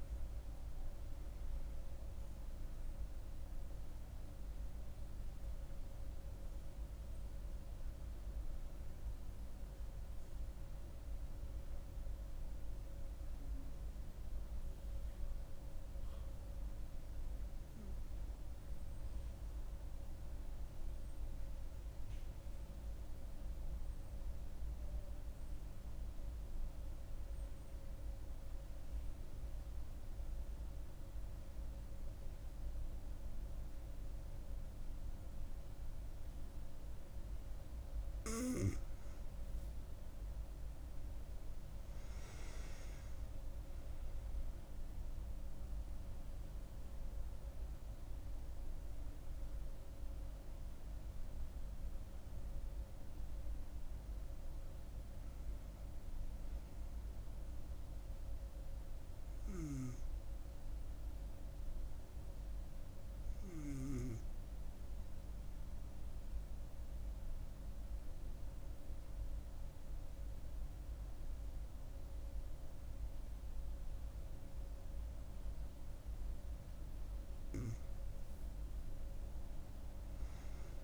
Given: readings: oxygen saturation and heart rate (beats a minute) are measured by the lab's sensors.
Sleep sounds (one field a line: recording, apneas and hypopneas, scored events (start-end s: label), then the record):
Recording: breathing in sleep, hard to hear, by a room microphone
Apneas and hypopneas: 2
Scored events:
0.00-18.00 s: oxygen desaturation (device-marked, oxygen 91% lowest, heart rate 66 extreme)
19.50-37.00 s: central apnea (oxygen 97% before, 92% lowest, heart rate 79 before, 66 extreme, up 9 after)
35.00-60.00 s: oxygen desaturation (device-marked, oxygen 97% before, 92% lowest, heart rate 69 before, 66 extreme)
39.00-43.50 s: arousal
64.50-76.50 s: central apnea (oxygen 97% before, 92% lowest, heart rate 76 before, 66 extreme, up 11 after)
78.50-80.84 s: arousal
From the record:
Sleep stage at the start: N2 (light sleep)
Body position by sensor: on the back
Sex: female